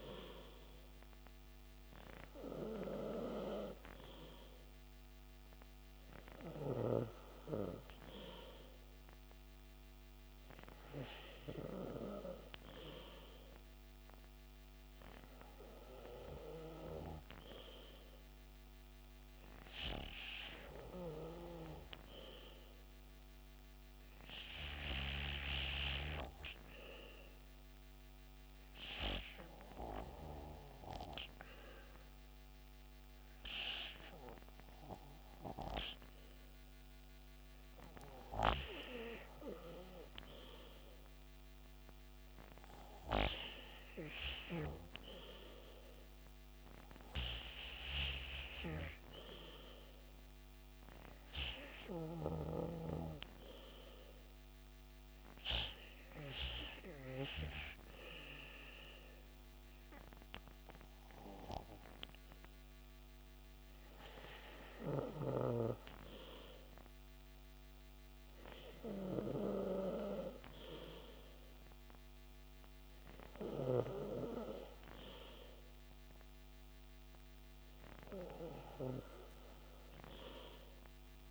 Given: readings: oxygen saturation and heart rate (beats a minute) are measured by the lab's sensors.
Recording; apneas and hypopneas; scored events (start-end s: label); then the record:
breathing in sleep by a microphone on the trachea; 1
18.50-36.50 s: hypopnea (oxygen 96% before, 94% lowest, heart rate 68 before, 62 extreme, up 5 after)
38.50-41.50 s: arousal
From the record:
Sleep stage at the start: N2 (light sleep); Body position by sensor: on the back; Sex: male